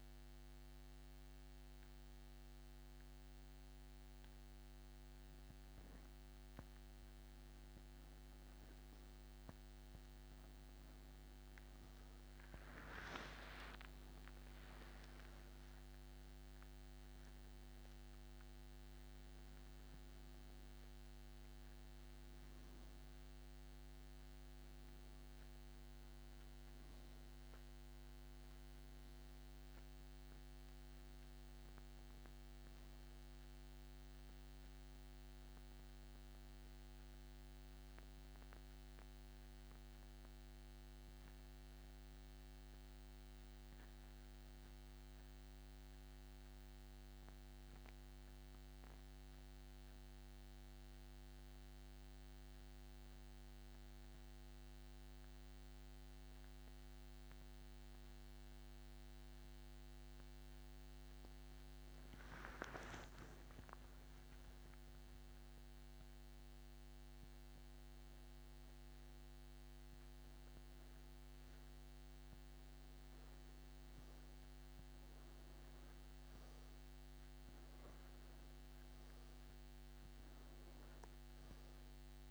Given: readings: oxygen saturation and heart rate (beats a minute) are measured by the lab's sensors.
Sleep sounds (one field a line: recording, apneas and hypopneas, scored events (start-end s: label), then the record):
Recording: a person partly awake in a sleep study, hard to hear, by a microphone on the trachea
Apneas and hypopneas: 1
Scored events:
30.00-82.31 s: new sleep stage, N2 (light sleep)
34.50-62.50 s: central apnea (oxygen 99% before, 88% lowest, heart rate 86 before, 65 extreme, up 32 after)
39.00-62.00 s: oxygen desaturation (device-marked, oxygen 93% before, 88% lowest, heart rate 87 before, 65 extreme)
64.00-68.50 s: arousal
81.00-82.31 s: oxygen desaturation (device-marked, oxygen 96% before, 89% lowest, heart rate 82 before, 70 extreme)
From the record:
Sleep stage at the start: awake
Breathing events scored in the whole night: 209 in 3.9 hours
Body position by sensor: on the back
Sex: male